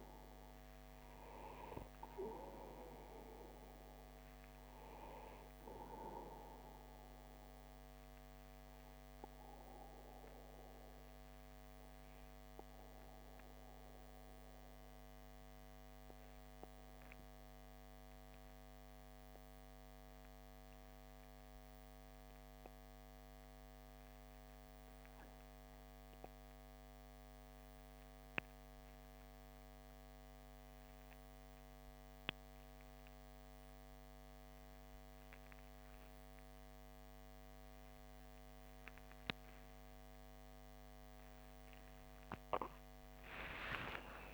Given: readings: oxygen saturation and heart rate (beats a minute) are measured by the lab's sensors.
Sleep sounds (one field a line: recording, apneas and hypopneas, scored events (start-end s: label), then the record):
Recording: breathing in sleep by a microphone on the trachea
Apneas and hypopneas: 1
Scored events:
0.00-18.50 s: oxygen desaturation (device-marked, oxygen 93% lowest)
9.00-40.00 s: obstructive apnea (oxygen 97% before, 89% lowest)
34.50-44.34 s: oxygen desaturation (device-marked, oxygen 98% before, 90% lowest)
From the record:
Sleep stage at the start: N2 (light sleep)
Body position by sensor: on the back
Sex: male